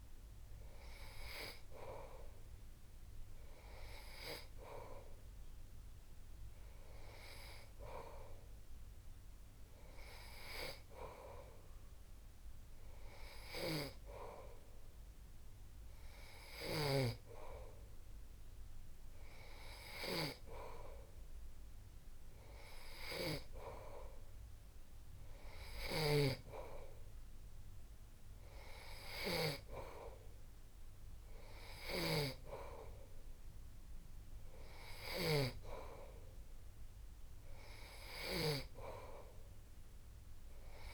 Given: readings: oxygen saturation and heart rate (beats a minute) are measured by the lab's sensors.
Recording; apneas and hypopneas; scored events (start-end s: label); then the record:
breathing in sleep by a room microphone; none
26.00-40.94 s: snoring (device-marked)
From the record:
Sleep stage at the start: N3 (deep sleep); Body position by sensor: on the back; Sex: male